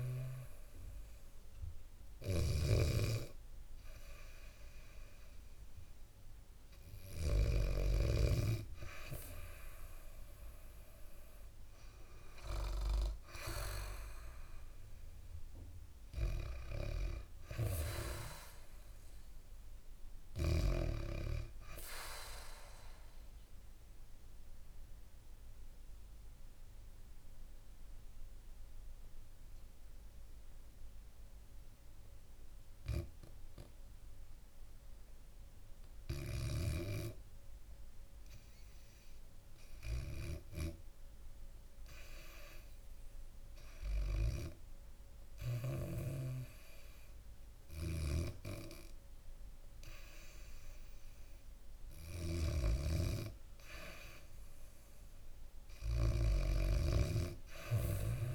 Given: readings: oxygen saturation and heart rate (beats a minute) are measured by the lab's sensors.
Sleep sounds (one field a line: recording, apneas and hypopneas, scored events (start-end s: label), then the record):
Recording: breathing in sleep by a room microphone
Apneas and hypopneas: 1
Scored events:
0.00-8.00 s: snoring (device-marked)
0.00-12.50 s: oxygen desaturation (device-marked, oxygen 91% lowest, heart rate 65 extreme)
7.50-58.34 s: new sleep stage, N2 (light sleep)
23.00-51.50 s: hypopnea (oxygen 97% before, 94% lowest, heart rate 76 before, 63 extreme, up 7 after)
48.50-58.34 s: oxygen desaturation (device-marked, oxygen 99% before, 94% lowest, heart rate 67 before, 70 extreme)
52.00-58.34 s: snoring (device-marked)
54.50-58.34 s: arousal
From the record:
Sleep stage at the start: REM sleep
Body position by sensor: on the back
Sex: female